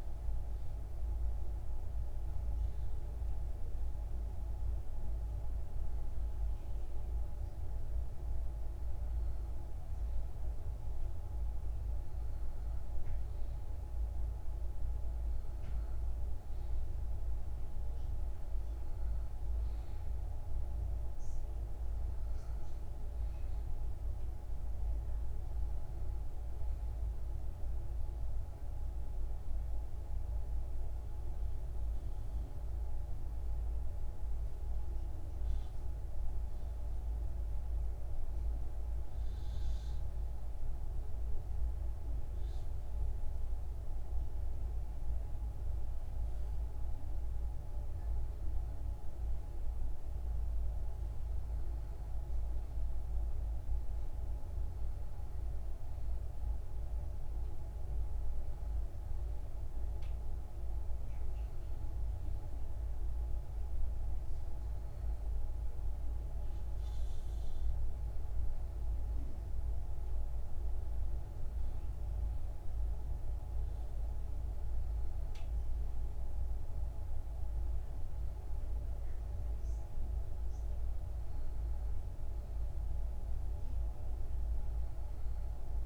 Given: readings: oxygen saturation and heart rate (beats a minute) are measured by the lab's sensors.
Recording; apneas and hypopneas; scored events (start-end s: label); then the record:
breathing in sleep, hard to hear, by a room microphone; none
53.50-85.86 s: new sleep stage, N2 (light sleep)
From the record:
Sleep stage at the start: N1 (lightest sleep); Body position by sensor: on the back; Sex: male